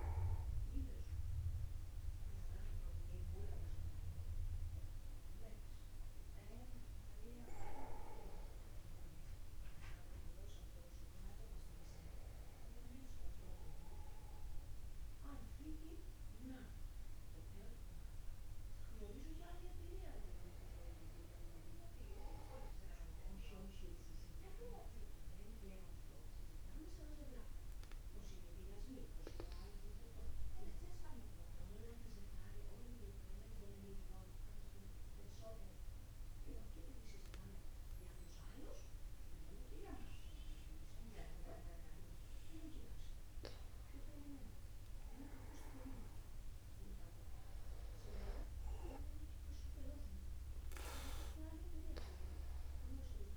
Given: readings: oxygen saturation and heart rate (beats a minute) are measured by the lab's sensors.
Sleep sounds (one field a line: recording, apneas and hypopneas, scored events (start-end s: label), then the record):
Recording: breathing in sleep by a room microphone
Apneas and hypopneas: 1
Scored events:
23.50-43.00 s: mixed apnea (oxygen 98% before, 95% lowest, heart rate 50 before, 49 extreme, up 9 after)
44.00-46.00 s: long interval between heartbeats (device-marked, heart rate 50 before, 58 extreme)
44.50-48.50 s: arousal
From the record:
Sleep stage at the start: N2 (light sleep)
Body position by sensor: upright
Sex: male